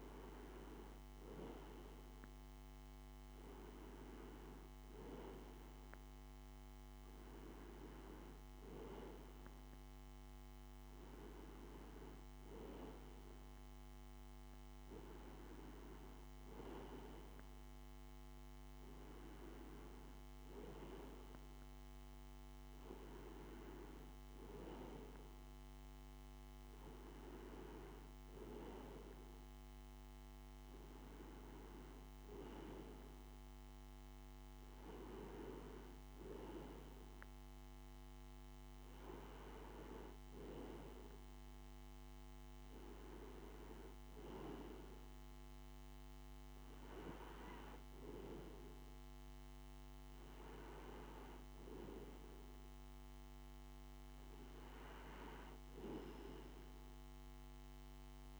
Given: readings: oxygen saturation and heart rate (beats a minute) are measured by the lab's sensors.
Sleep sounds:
breathing in sleep by a microphone on the trachea; none
none scored
From the record:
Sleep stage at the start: N2 (light sleep); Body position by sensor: on the right side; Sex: male

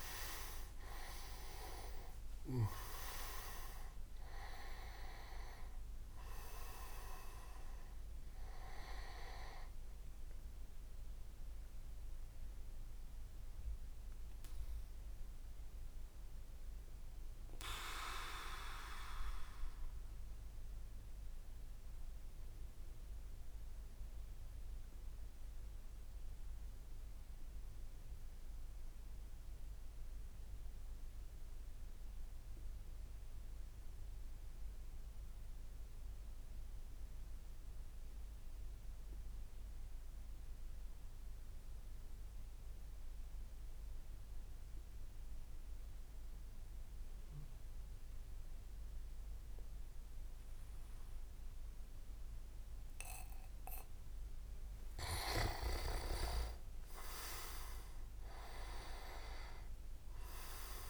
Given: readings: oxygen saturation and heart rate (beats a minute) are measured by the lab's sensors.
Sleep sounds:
breathing in sleep by a room microphone; 1
0.00-3.00 s: leg movement (device-marked)
0.00-3.50 s: arousal
0.00-16.00 s: oxygen desaturation (device-marked, oxygen 94% lowest)
12.00-53.50 s: obstructive apnea (oxygen 98% before, 94% lowest)
51.00-60.89 s: oxygen desaturation (device-marked, oxygen 99% before, 95% lowest)
55.50-57.00 s: leg movement (device-marked)
56.50-60.00 s: arousal
From the record:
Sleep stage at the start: N2 (light sleep); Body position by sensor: on the back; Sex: male

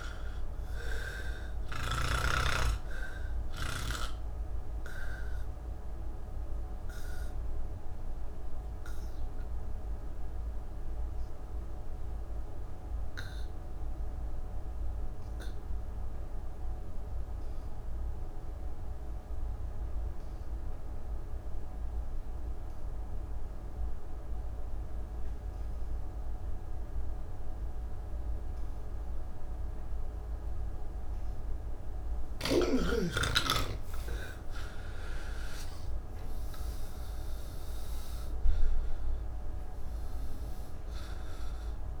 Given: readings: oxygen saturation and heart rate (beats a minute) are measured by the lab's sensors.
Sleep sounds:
breathing in sleep by a room microphone; 1
0.00-2.50 s: snoring (device-marked)
0.00-16.00 s: oxygen desaturation (device-marked, oxygen 83% lowest, heart rate 33 extreme)
3.50-32.00 s: obstructive apnea (oxygen 99% before, 82% lowest, heart rate 78 before, 33 extreme)
13.00-42.00 s: new sleep stage, N1 (lightest sleep)
28.00-42.00 s: oxygen desaturation (device-marked, oxygen 98% before, 82% lowest, heart rate 63 before, 80 extreme)
From the record:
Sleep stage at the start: N3 (deep sleep); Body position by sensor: on the back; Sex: male

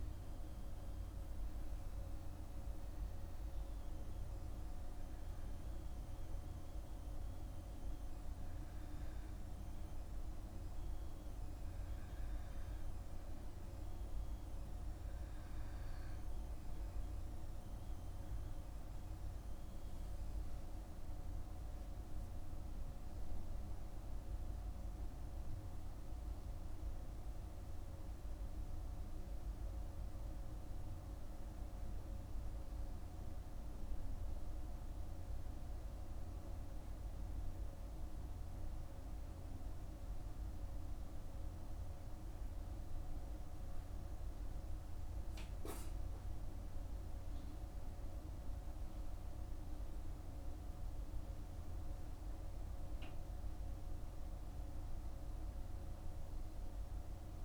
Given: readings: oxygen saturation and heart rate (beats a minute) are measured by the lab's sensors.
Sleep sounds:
breathing in sleep, hard to hear, by a room microphone; none
16.00-38.00 s: oxygen desaturation (device-marked, oxygen 98% before, 94% lowest, heart rate 51 before, 50 extreme)
From the record:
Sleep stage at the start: N2 (light sleep); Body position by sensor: on the back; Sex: male

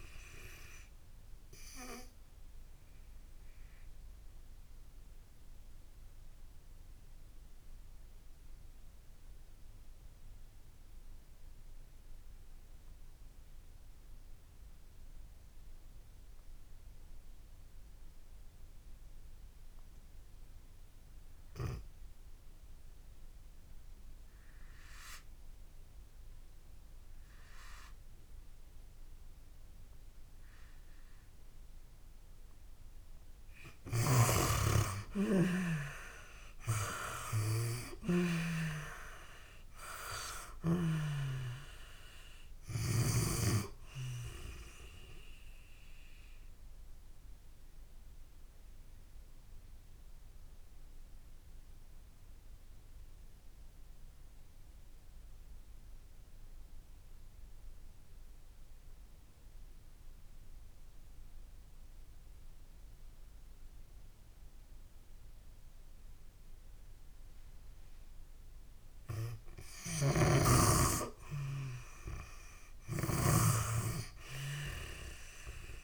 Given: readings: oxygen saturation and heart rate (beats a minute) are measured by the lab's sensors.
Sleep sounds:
breathing in sleep by a room microphone; 2
0.00-25.50 s: oxygen desaturation (device-marked, oxygen 84% lowest)
1.00-31.50 s: obstructive apnea (oxygen 96% before, 78% lowest)
33.50-38.00 s: snoring (device-marked)
36.00-39.50 s: arousal
40.50-70.50 s: oxygen desaturation (device-marked, oxygen 96% before, 78% lowest)
45.50-67.50 s: obstructive apnea (oxygen 96% before, 78% lowest)
69.50-75.84 s: snoring (device-marked)
72.00-75.84 s: arousal
From the record:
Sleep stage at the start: N2 (light sleep); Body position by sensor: on the back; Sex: female

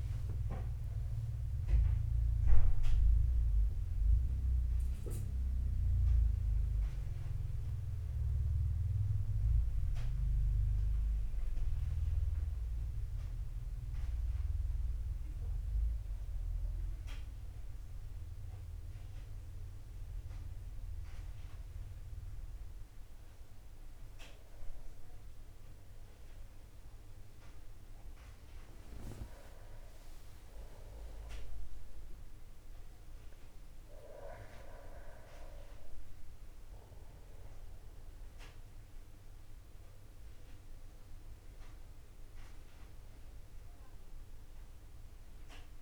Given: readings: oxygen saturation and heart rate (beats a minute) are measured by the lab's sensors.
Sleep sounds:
a person awake in a sleep study, by a room microphone; none
0.50-2.50 s: long interval between heartbeats (device-marked)
From the record:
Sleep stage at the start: awake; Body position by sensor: upright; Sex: male

